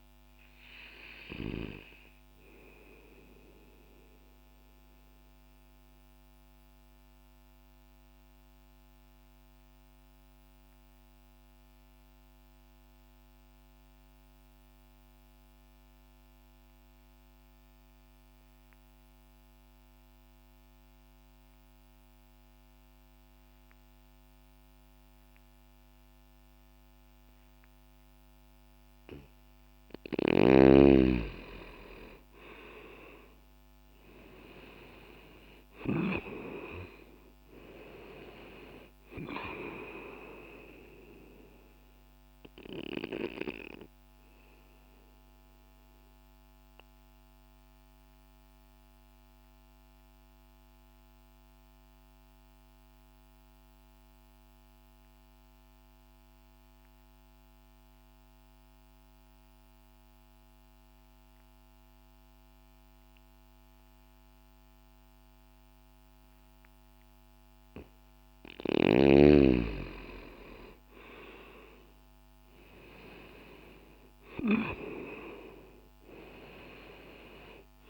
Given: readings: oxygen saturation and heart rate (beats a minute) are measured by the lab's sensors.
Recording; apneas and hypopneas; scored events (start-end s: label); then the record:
breathing in sleep by a microphone on the trachea; 2
4.00-28.50 s: mixed apnea (oxygen 97% before, 86% lowest, heart rate 60 before, 60 extreme, up 0 after)
13.00-23.00 s: oxygen desaturation (device-marked, oxygen 94% before, 89% lowest, heart rate 60 before, 60 extreme)
30.50-35.00 s: arousal
31.00-45.00 s: oxygen desaturation (device-marked, oxygen 97% before, 91% lowest, heart rate 60 before, 60 extreme)
41.00-67.00 s: obstructive apnea (oxygen 97% before, 86% lowest, heart rate 60 before, 60 extreme, up 0 after)
56.00-67.00 s: oxygen desaturation (device-marked, oxygen 92% before, 86% lowest, heart rate 60 before, 60 extreme)
69.50-74.00 s: arousal
From the record:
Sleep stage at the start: N2 (light sleep); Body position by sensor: on the left side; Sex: male